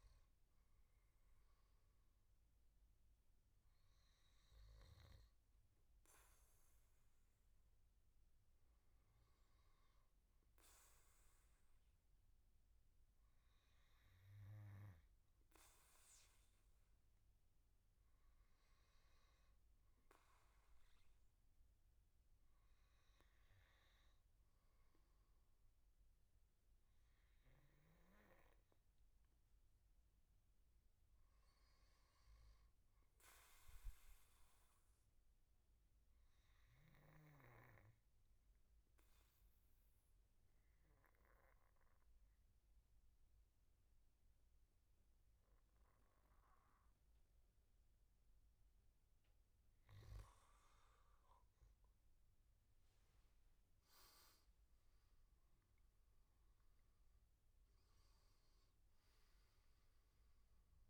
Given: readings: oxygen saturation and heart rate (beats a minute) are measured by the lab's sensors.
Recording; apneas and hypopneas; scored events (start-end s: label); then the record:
breathing in sleep, hard to hear, by a room microphone; 1
14.00-60.90 s: new sleep stage, N2 (light sleep)
35.50-48.50 s: obstructive apnea (oxygen 97% before, 93% lowest, heart rate 80 before, 80 extreme, up 9 after)
52.00-56.00 s: arousal
56.00-60.90 s: oxygen desaturation (device-marked, oxygen 97% before, 93% lowest, heart rate 82 before, 81 extreme)
From the record:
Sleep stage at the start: N1 (lightest sleep); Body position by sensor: on the back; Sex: male